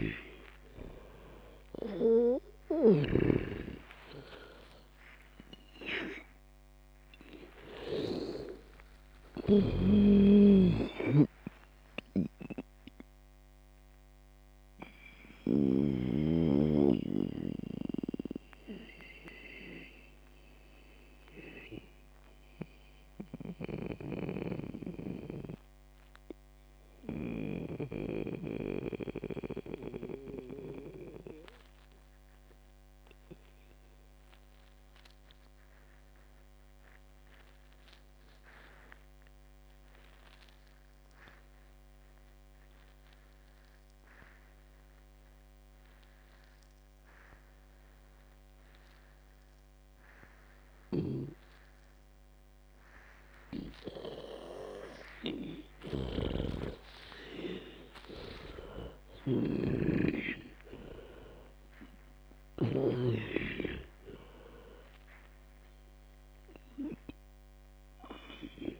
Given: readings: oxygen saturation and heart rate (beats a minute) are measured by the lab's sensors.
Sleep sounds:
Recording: breathing in sleep by a microphone on the trachea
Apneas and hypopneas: 1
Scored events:
0.00-9.00 s: snoring (device-marked)
0.00-19.50 s: oxygen desaturation (device-marked, oxygen 91% lowest, heart rate 59 extreme)
5.00-10.00 s: arousal
11.00-16.50 s: snoring (device-marked)
12.00-55.00 s: mixed apnea (oxygen 98% before, 90% lowest, heart rate 96 before, 59 extreme, up 48 after)
24.00-28.50 s: snoring (device-marked)
44.50-68.50 s: oxygen desaturation (device-marked, oxygen 99% before, 93% lowest, heart rate 67 before, 59 extreme)
51.50-63.50 s: snoring (device-marked)
57.50-61.50 s: arousal
From the record:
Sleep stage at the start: N2 (light sleep)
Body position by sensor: on the back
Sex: female

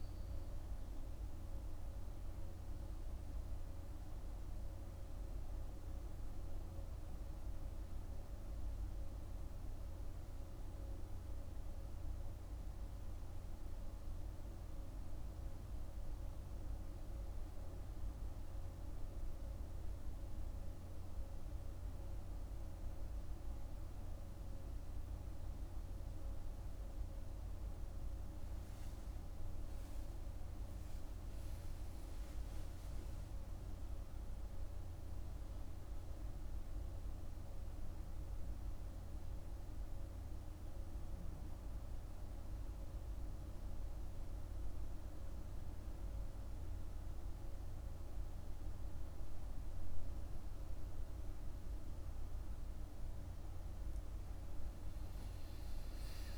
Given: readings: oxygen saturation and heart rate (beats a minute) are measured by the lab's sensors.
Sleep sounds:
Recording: breathing in sleep, hard to hear, by a room microphone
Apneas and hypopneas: none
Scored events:
35.00-56.38 s: new sleep stage, N1 (lightest sleep)
From the record:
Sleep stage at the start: N2 (light sleep)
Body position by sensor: on the back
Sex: male

